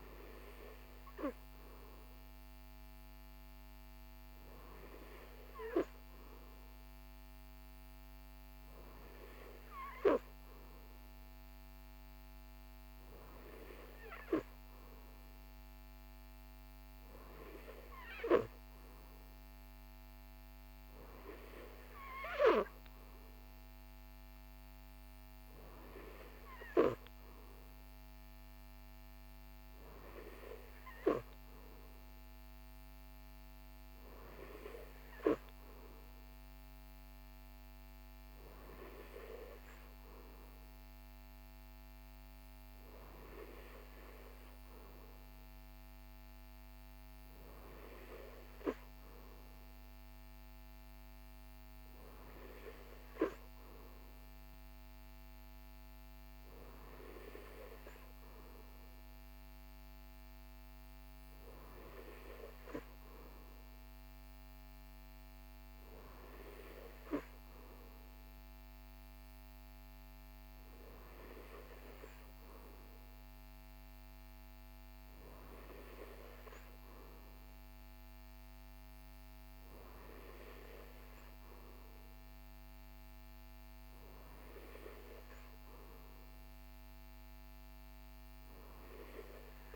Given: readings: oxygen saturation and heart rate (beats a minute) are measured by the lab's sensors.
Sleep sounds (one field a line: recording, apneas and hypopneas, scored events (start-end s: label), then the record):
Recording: breathing in sleep by a microphone on the trachea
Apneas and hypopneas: none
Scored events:
none scored
From the record:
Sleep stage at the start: N3 (deep sleep)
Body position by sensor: on the right side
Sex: male